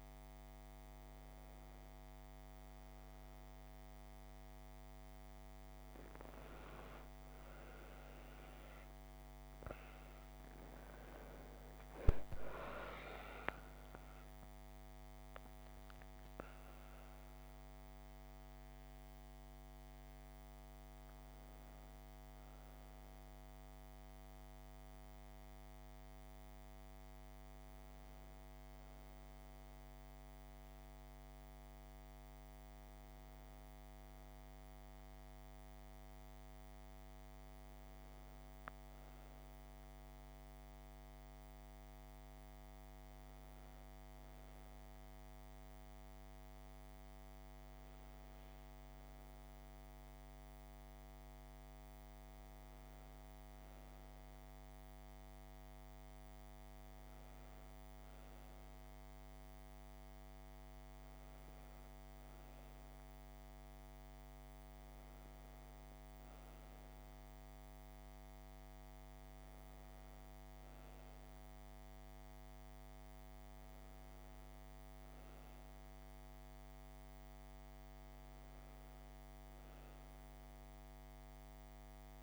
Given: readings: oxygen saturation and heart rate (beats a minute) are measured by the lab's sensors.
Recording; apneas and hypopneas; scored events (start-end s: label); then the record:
a person awake in a sleep study, hard to hear, by a microphone on the trachea; none
none scored
From the record:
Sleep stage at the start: awake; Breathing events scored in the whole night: 89 in 5.5 hours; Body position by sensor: on the back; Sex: female